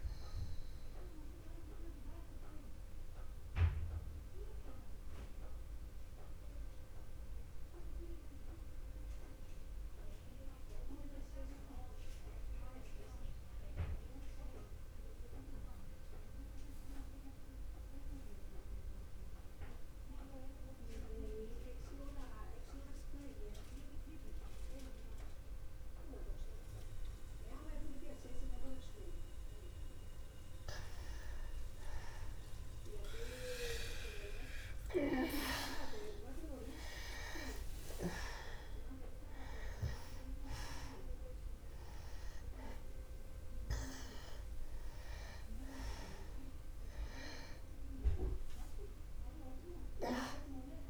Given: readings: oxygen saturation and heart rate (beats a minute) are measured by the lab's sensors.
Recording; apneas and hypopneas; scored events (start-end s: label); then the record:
breathing in sleep by a room microphone; 1
0.00-22.00 s: oxygen desaturation (device-marked, oxygen 89% lowest, heart rate 61 extreme)
3.00-31.50 s: mixed apnea (oxygen 95% before, 85% lowest, heart rate 62 before, 61 extreme, up 0 after)
32.50-37.50 s: arousal
35.00-50.90 s: oxygen desaturation (device-marked, oxygen 97% before, 85% lowest, heart rate 62 before, 61 extreme)
From the record:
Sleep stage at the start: N2 (light sleep); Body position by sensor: on the back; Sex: male